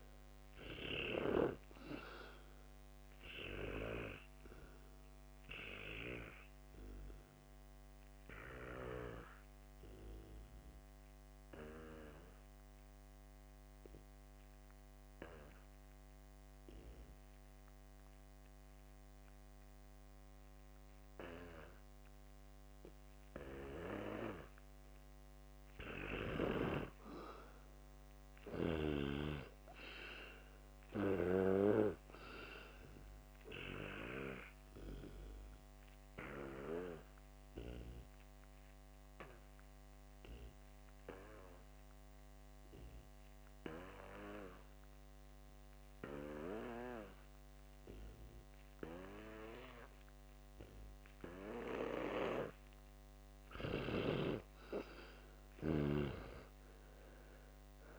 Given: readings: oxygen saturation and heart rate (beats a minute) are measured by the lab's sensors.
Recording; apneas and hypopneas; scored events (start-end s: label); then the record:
breathing in sleep by a microphone on the trachea; 2
0.00-8.50 s: oxygen desaturation (device-marked, oxygen 95% lowest, heart rate 63 extreme)
3.50-26.50 s: obstructive apnea (oxygen 99% before, 89% lowest, heart rate 67 before, 63 extreme, up 5 after)
13.50-23.50 s: oxygen desaturation (device-marked, oxygen 96% before, 92% lowest, heart rate 67 before, 63 extreme)
28.00-31.00 s: arousal
34.00-53.50 s: obstructive apnea (oxygen 100% before, 88% lowest, heart rate 65 before, 61 extreme, up 17 after)
35.50-53.50 s: oxygen desaturation (device-marked, oxygen 100% before, 89% lowest, heart rate 65 before, 61 extreme)
55.50-57.99 s: arousal
From the record:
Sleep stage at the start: N2 (light sleep); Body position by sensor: on the back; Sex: male